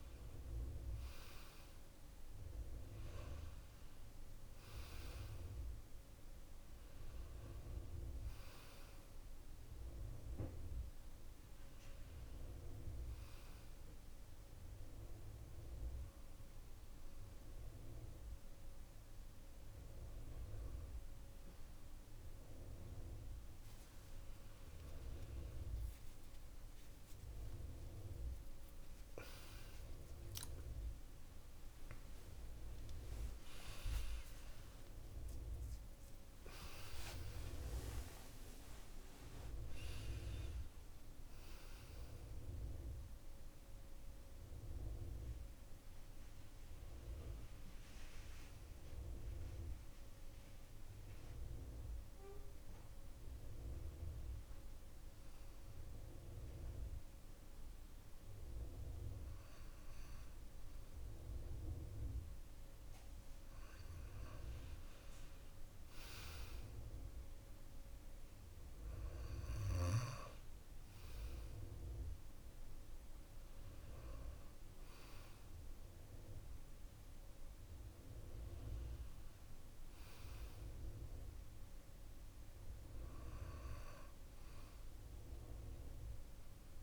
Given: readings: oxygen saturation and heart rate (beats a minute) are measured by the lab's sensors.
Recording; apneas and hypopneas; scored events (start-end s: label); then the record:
a person partly awake in a sleep study, by a room microphone; none
0.50-23.50 s: oxygen desaturation (device-marked, oxygen 95% before, 91% lowest, heart rate 64 before, 55 extreme)
14.50-44.50 s: new sleep stage, awake
44.50-86.83 s: new sleep stage, N2 (light sleep)
From the record:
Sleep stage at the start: N2 (light sleep); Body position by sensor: on the back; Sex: male